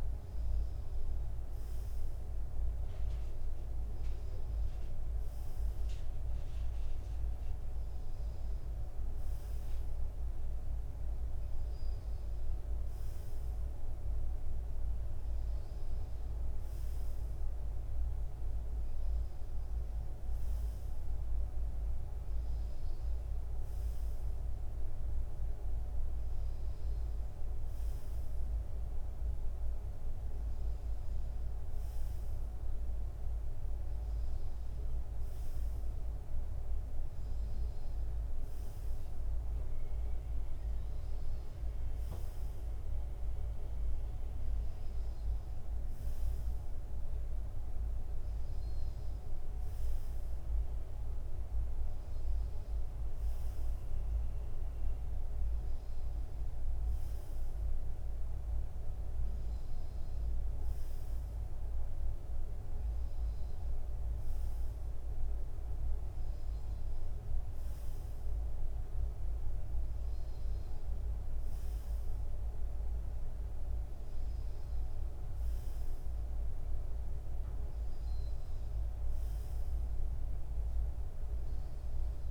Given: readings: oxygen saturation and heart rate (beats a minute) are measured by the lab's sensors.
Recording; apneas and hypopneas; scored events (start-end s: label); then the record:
breathing in sleep, hard to hear, by a room microphone; none
64.00-82.31 s: new sleep stage, N3 (deep sleep)
From the record:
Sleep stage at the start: N2 (light sleep); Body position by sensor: on the front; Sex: male